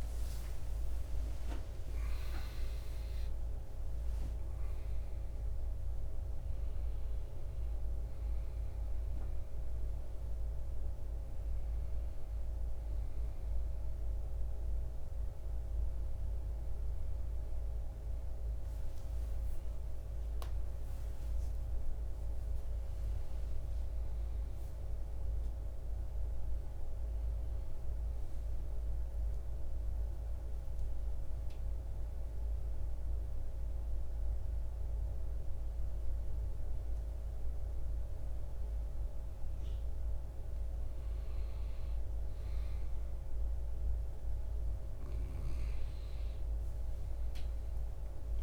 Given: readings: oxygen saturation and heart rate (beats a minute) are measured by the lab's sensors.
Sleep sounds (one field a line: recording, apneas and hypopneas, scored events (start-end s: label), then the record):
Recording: breathing in sleep, hard to hear, by a room microphone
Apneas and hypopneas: 1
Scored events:
4.50-21.50 s: oxygen desaturation (device-marked, oxygen 96% before, 92% lowest, heart rate 70 before, 56 extreme)
22.50-27.00 s: arousal
29.00-41.00 s: mixed apnea (oxygen 98% before, 85% lowest, heart rate 71 before, 56 extreme, up 5 after)
37.50-48.43 s: oxygen desaturation (device-marked, oxygen 99% before, 89% lowest, heart rate 69 before, 57 extreme)
42.50-47.00 s: arousal
From the record:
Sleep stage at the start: N2 (light sleep)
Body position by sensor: on the back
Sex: male